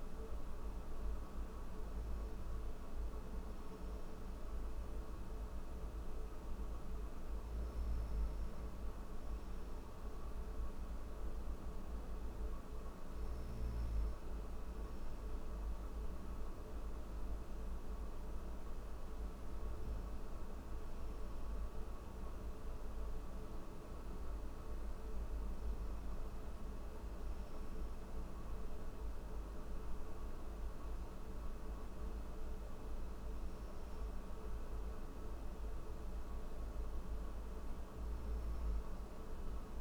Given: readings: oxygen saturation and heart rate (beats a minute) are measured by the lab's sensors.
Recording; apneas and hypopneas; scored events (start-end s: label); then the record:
breathing in sleep, hard to hear, by a room microphone; none
none scored
From the record:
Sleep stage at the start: N1 (lightest sleep); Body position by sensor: on the back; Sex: male